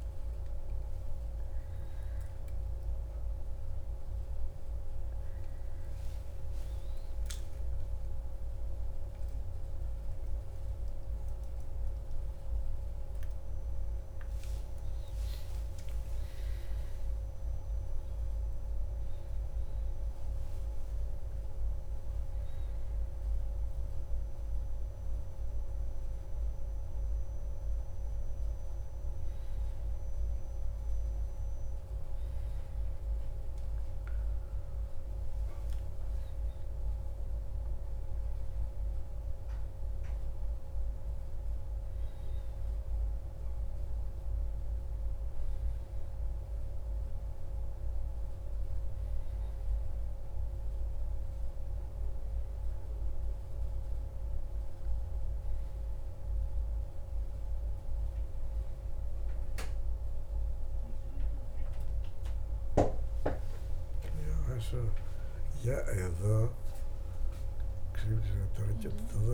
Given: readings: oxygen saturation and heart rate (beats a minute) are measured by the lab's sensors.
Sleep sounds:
a person awake in a sleep study, hard to hear, by a room microphone; none
none scored
From the record:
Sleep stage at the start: awake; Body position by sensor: on the back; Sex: male

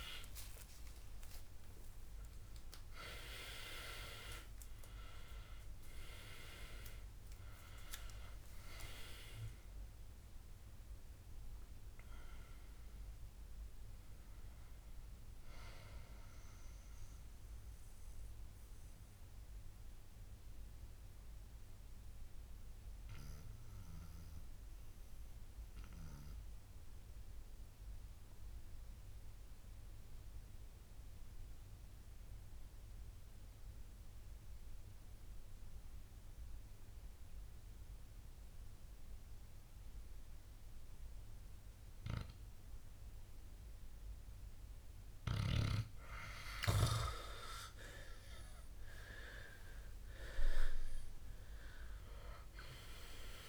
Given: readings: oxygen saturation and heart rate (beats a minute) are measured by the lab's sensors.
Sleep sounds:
breathing in sleep by a room microphone; 1
0.00-1.00 s: arousal
0.00-24.50 s: oxygen desaturation (device-marked, oxygen 89% lowest, heart rate 58 extreme)
17.50-46.00 s: obstructive apnea (oxygen 96% before, 89% lowest, heart rate 76 before, 58 extreme, up 18 after)
49.50-53.49 s: oxygen desaturation (device-marked, oxygen 98% before, 91% lowest, heart rate 62 before, 58 extreme)
50.50-53.49 s: arousal
From the record:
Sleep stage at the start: N2 (light sleep); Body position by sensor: on the back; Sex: male

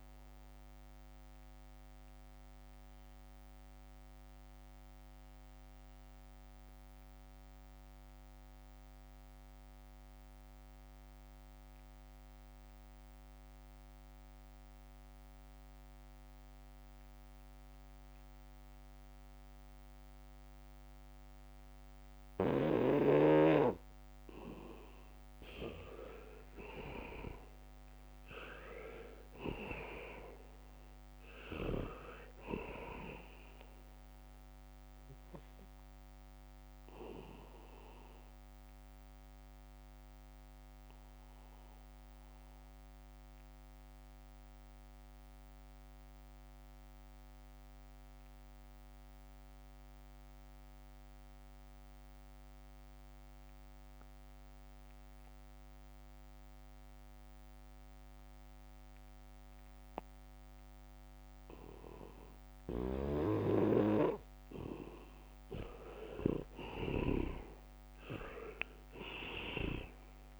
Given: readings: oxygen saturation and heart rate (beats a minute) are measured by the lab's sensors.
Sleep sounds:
breathing in sleep by a microphone on the trachea; 2
0.00-14.00 s: oxygen desaturation (device-marked, oxygen 75% lowest, heart rate 64 extreme)
1.00-24.50 s: mixed apnea (oxygen 98% before, 75% lowest, heart rate 70 before, 64 extreme, up 4 after)
22.00-24.00 s: leg movement (device-marked)
23.00-52.00 s: oxygen desaturation (device-marked, oxygen 99% before, 79% lowest, heart rate 72 before, 62 extreme)
25.00-27.50 s: leg movement (device-marked)
27.50-37.00 s: leg movement (device-marked)
28.50-32.50 s: arousal
39.00-63.50 s: obstructive apnea (oxygen 99% before, 79% lowest, heart rate 68 before, 62 extreme, up 7 after)
53.00-60.00 s: leg movement (device-marked)
62.00-70.40 s: oxygen desaturation (device-marked, oxygen 99% before, 79% lowest, heart rate 70 before, 63 extreme)
63.00-67.50 s: snoring (device-marked)
66.00-70.40 s: arousal
From the record:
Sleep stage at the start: N2 (light sleep); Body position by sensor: on the back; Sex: male

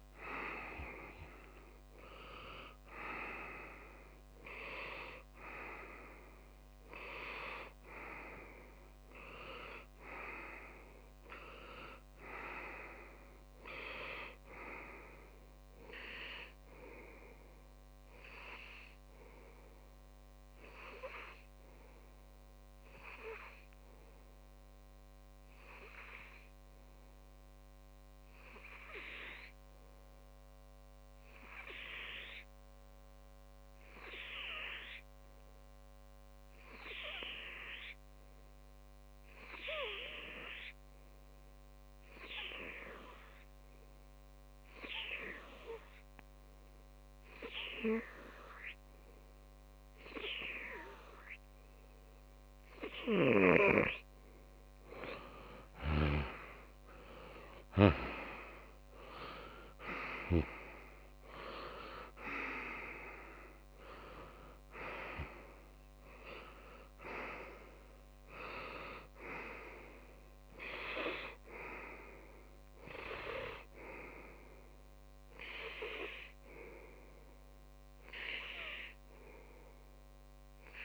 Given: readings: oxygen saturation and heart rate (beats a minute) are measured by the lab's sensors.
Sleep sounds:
breathing in sleep by a microphone on the trachea; 1
23.00-53.50 s: obstructive apnea (oxygen 99% before, 94% lowest)
52.50-68.50 s: oxygen desaturation (device-marked, oxygen 98% before, 94% lowest)
55.50-59.50 s: arousal
From the record:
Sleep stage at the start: N2 (light sleep); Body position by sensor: on the back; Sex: male

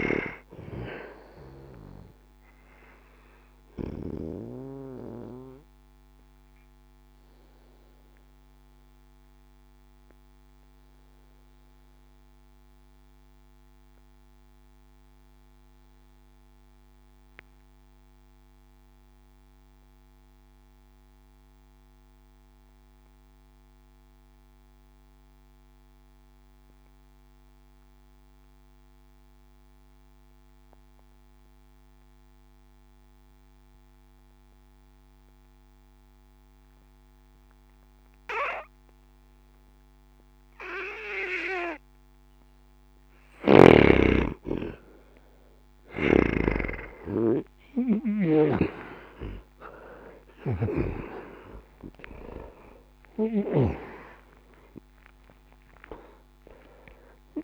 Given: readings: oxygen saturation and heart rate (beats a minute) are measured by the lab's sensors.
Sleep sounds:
breathing in sleep by a microphone on the trachea; 1
0.00-19.50 s: oxygen desaturation (device-marked, oxygen 87% lowest, heart rate 60 extreme)
5.00-41.50 s: obstructive apnea (oxygen 98% before, 80% lowest, heart rate 69 before, 60 extreme, up 27 after)
39.50-57.44 s: oxygen desaturation (device-marked, oxygen 98% before, 80% lowest, heart rate 61 before, 60 extreme)
44.00-48.50 s: arousal
45.50-57.44 s: snoring (device-marked)
54.50-57.44 s: new sleep stage, N1 (lightest sleep)
From the record:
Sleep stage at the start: N2 (light sleep); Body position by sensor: on the back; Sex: male

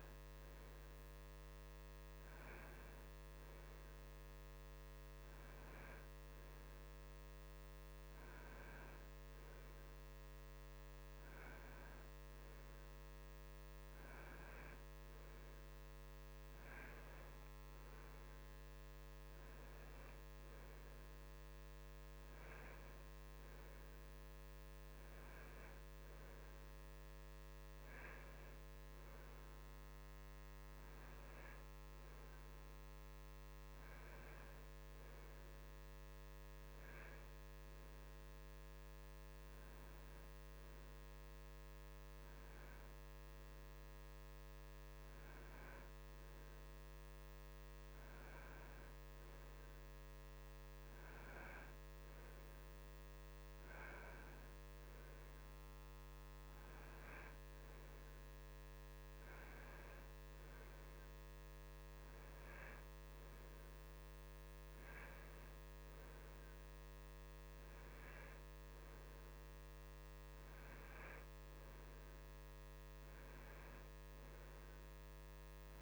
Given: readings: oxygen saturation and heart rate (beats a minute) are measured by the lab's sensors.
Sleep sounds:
breathing in sleep, hard to hear, by a microphone on the trachea; none
none scored
From the record:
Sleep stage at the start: N2 (light sleep); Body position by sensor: on the right side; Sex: male

